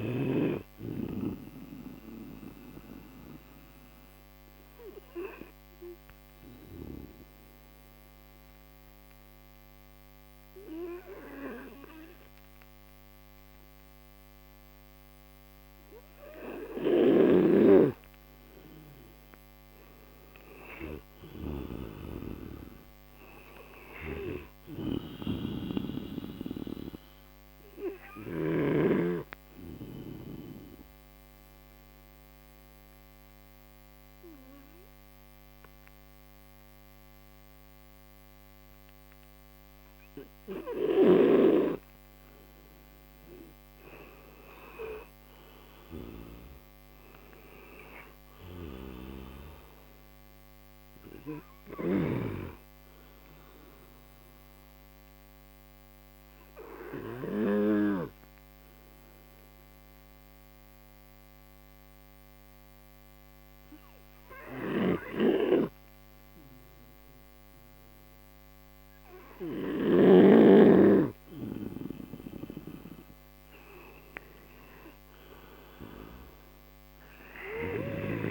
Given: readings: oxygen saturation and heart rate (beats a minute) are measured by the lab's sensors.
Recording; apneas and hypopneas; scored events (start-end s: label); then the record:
breathing in sleep by a microphone on the trachea; 3
2.00-19.00 s: mixed apnea (oxygen 97% before, 89% lowest)
4.00-17.00 s: oxygen desaturation (device-marked, oxygen 96% before, 91% lowest)
19.00-36.00 s: oxygen desaturation (device-marked, oxygen 97% before, 89% lowest)
20.50-24.00 s: arousal
29.50-42.50 s: central apnea (oxygen 97% before, 89% lowest)
45.50-48.50 s: arousal
46.00-66.00 s: oxygen desaturation (device-marked, oxygen 98% before, 89% lowest)
55.00-71.50 s: obstructive apnea (oxygen 98% before, 85% lowest)
72.00-78.31 s: oxygen desaturation (device-marked, oxygen 97% before, 90% lowest)
74.50-77.50 s: arousal
From the record:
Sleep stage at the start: N2 (light sleep); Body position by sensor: on the right side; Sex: male